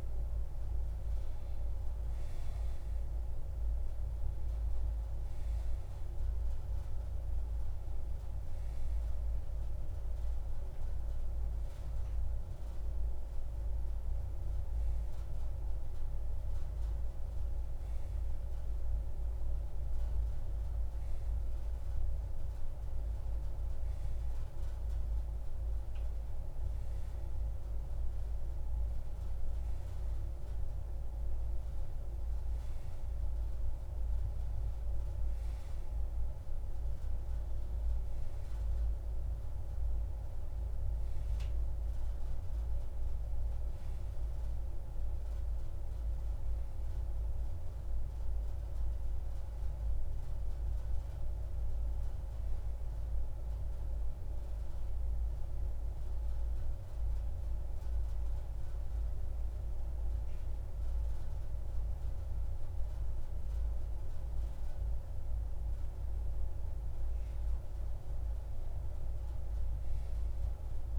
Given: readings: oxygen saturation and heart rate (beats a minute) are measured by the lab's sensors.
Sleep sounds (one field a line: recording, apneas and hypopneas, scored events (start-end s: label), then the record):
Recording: a person partly awake in a sleep study, hard to hear, by a room microphone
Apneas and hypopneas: none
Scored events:
17.50-70.99 s: new sleep stage, N1 (lightest sleep)
From the record:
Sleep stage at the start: awake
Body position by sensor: on the back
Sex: male